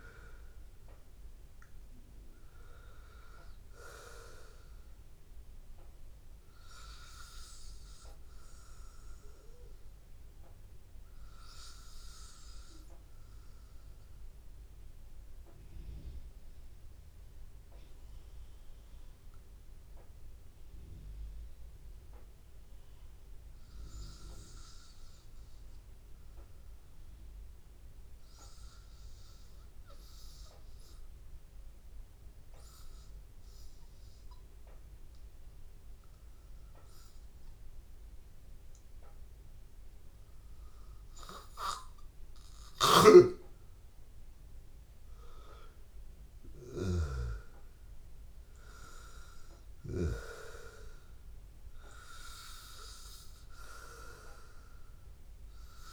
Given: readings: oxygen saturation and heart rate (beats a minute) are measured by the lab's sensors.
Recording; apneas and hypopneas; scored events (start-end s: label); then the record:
breathing in sleep by a room microphone; 1
0.00-13.50 s: oxygen desaturation (device-marked, oxygen 92% lowest, heart rate 83 extreme)
9.50-41.00 s: mixed apnea (oxygen 95% before, 94% lowest, heart rate 86 before, 82 extreme, up 0 after)
33.50-55.93 s: oxygen desaturation (device-marked, oxygen 99% before, 94% lowest, heart rate 84 before, 82 extreme)
43.50-47.50 s: arousal
From the record:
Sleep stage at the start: N2 (light sleep); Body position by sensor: on the back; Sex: male